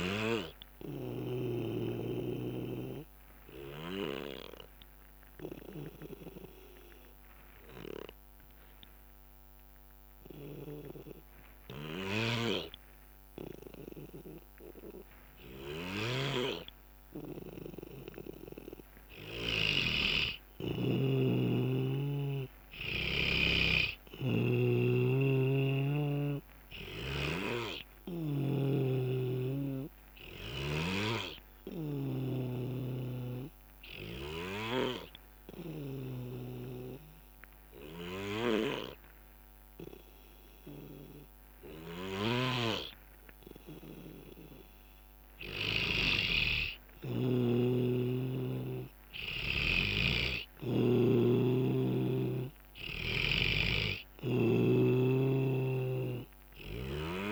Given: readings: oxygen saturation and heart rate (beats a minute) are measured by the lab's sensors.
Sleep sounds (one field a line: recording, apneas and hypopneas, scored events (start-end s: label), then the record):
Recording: breathing in sleep by a microphone on the trachea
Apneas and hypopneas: 2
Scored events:
0.00-12.50 s: oxygen desaturation (device-marked, oxygen 94% lowest, heart rate 60 extreme)
1.00-19.00 s: obstructive apnea (oxygen 99% before, 93% lowest, heart rate 64 before, 59 extreme, up 6 after)
12.00-19.50 s: snoring (device-marked)
21.00-24.50 s: arousal
23.50-36.50 s: oxygen desaturation (device-marked, oxygen 98% before, 93% lowest, heart rate 64 before, 59 extreme)
24.00-31.00 s: snoring (device-marked)
31.00-46.50 s: obstructive apnea (oxygen 98% before, 91% lowest, heart rate 65 before, 58 extreme, up 8 after)
37.50-39.50 s: bradycardia (device-marked, heart rate 68 before, 60 extreme)
42.00-50.00 s: snoring (device-marked)
49.00-52.50 s: arousal
From the record:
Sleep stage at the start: N2 (light sleep)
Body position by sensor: on the back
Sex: male